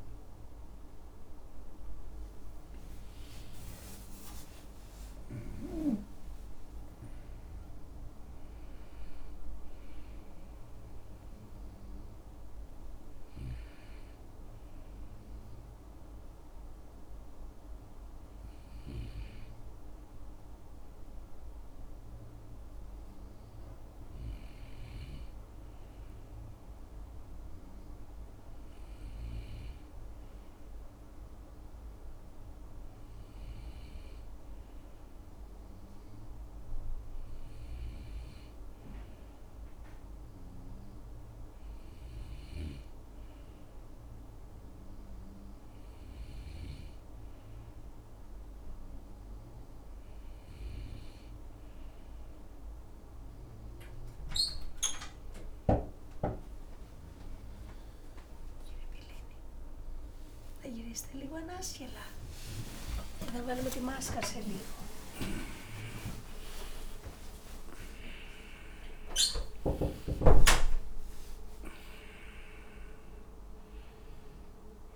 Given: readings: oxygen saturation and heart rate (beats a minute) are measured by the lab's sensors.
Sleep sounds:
a person partly awake in a sleep study, by a room microphone; none
22.00-74.96 s: new sleep stage, N2 (light sleep)
60.00-66.00 s: arousal
62.00-70.00 s: tachycardia (device-marked, heart rate 30 before, 143 extreme)
71.00-73.00 s: tachycardia (device-marked, heart rate 32 before, 118 extreme)
From the record:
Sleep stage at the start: awake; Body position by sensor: on the right side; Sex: male

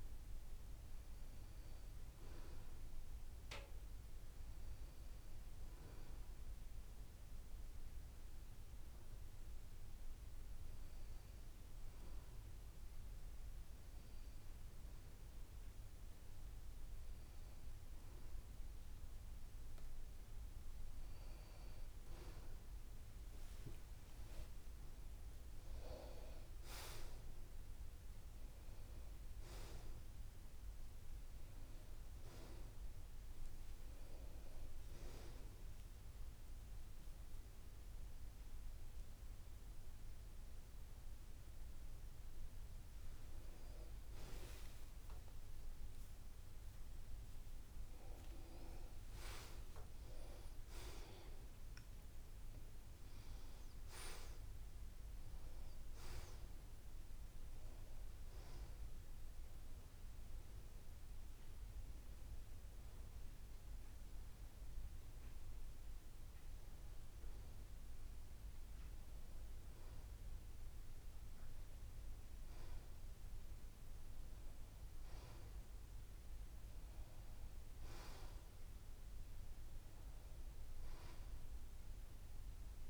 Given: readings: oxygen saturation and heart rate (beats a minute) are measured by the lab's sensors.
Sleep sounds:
breathing in sleep by a room microphone; 1
0.00-16.00 s: oxygen desaturation (device-marked, oxygen 89% lowest, heart rate 74 extreme)
23.50-25.50 s: long interval between heartbeats (device-marked, heart rate 75 before, 82 extreme)
39.50-41.50 s: long interval between heartbeats (device-marked, heart rate 80 before, 87 extreme)
45.50-49.00 s: arousal
48.00-50.00 s: long interval between heartbeats (device-marked, heart rate 83 before, 99 extreme)
60.00-73.00 s: hypopnea (oxygen 92% before, 90% lowest, heart rate 88 before, 73 extreme)
75.00-78.00 s: arousal
From the record:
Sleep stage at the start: N2 (light sleep); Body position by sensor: on the back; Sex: male

